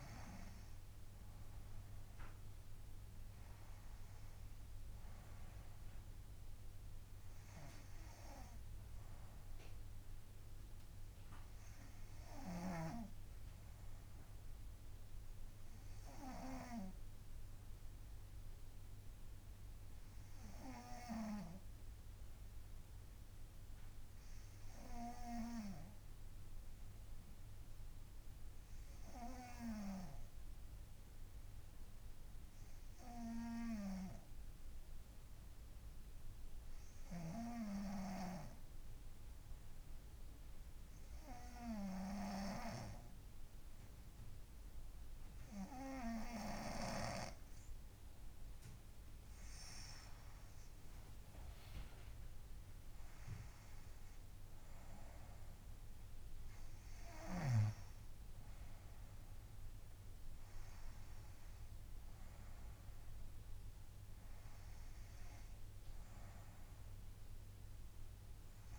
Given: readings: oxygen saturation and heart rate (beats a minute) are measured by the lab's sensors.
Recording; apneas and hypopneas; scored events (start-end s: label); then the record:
breathing in sleep by a room microphone; 1
23.00-48.50 s: obstructive apnea (oxygen 98% before, 94% lowest, heart rate 66 before, 62 extreme, up 10 after)
47.50-60.50 s: oxygen desaturation (device-marked, oxygen 97% before, 95% lowest, heart rate 63 before, 61 extreme)
50.00-53.00 s: arousal
From the record:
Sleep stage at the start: N2 (light sleep); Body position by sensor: on the right side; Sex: female